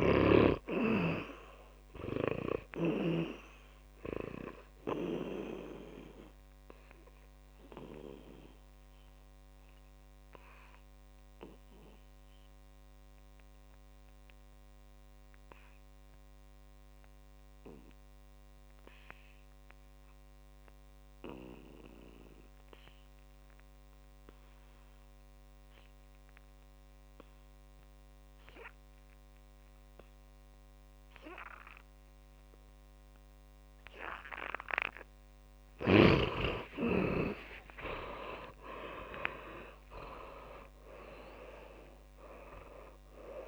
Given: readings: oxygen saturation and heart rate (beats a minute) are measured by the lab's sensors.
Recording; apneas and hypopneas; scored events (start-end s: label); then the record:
breathing in sleep by a microphone on the trachea; 1
0.00-20.00 s: oxygen desaturation (device-marked, oxygen 84% lowest, heart rate 54 extreme)
0.50-4.00 s: snoring (device-marked)
7.50-35.00 s: obstructive apnea (oxygen 100% before, 82% lowest, heart rate 64 before, 54 extreme, up 13 after)
32.00-43.48 s: oxygen desaturation (device-marked, oxygen 100% before, 91% lowest, heart rate 64 before, 56 extreme)
37.00-42.00 s: arousal
From the record:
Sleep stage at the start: N2 (light sleep); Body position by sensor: on the back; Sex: male